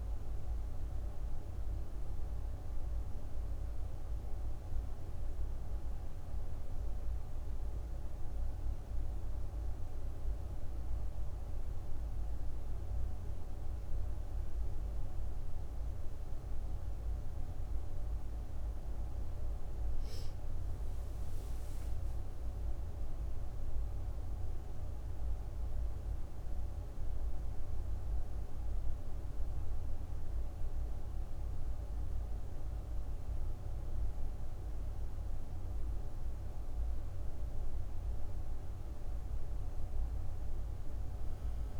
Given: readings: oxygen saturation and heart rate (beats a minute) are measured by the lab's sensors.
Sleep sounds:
breathing in sleep, hard to hear, by a room microphone; none
20.00-23.00 s: arousal
From the record:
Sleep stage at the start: N1 (lightest sleep); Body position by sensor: on the right side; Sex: female

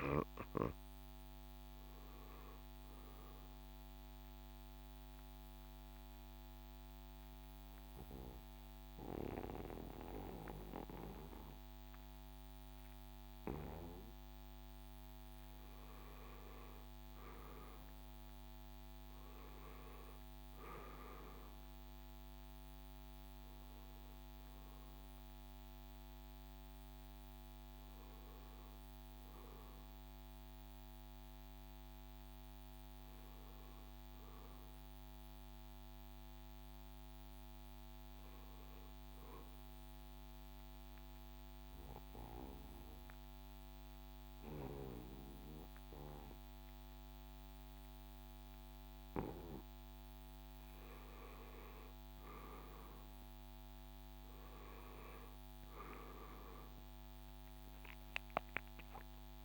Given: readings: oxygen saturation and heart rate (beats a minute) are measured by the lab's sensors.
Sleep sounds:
breathing in sleep by a microphone on the trachea; 2
4.50-16.00 s: mixed apnea (oxygen 97% before, 88% lowest, heart rate 71 before, 64 extreme, up 9 after)
20.00-25.00 s: arousal
21.00-32.00 s: drop in pulse transit time (device-marked, heart rate 68 before, 70 extreme)
25.00-38.00 s: oxygen desaturation (device-marked, oxygen 94% before, 88% lowest, heart rate 69 before, 63 extreme)
39.00-59.45 s: new sleep stage, N2 (light sleep)
39.50-51.00 s: mixed apnea (oxygen 95% before, 88% lowest, heart rate 71 before, 63 extreme, up 7 after)
54.50-59.00 s: arousal
56.00-59.45 s: drop in pulse transit time (device-marked, heart rate 67 before, 69 extreme)
57.00-59.45 s: oxygen desaturation (device-marked, oxygen 96% before, 88% lowest, heart rate 67 before, 70 extreme)
From the record:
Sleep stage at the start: N1 (lightest sleep); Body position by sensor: on the back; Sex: male

